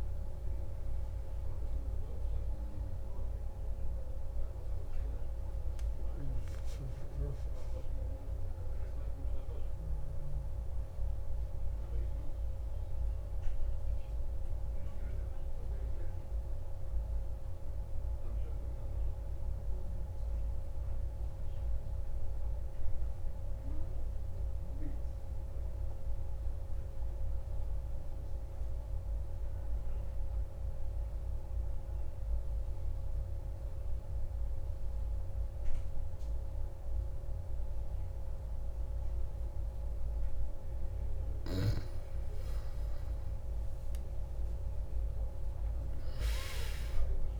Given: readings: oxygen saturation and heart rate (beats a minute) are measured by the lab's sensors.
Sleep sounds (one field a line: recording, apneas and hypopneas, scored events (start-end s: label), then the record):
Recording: breathing in sleep, hard to hear, by a room microphone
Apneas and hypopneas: 1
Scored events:
0.00-9.00 s: oxygen desaturation (device-marked, oxygen 91% lowest, heart rate 59 extreme)
9.50-40.50 s: mixed apnea (oxygen 96% before, 93% lowest, heart rate 149 before, 59 extreme)
38.00-47.40 s: oxygen desaturation (device-marked, oxygen 97% before, 93% lowest, heart rate 85 before, 82 extreme)
42.50-47.00 s: arousal
From the record:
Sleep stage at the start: N2 (light sleep)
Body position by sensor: on the back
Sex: male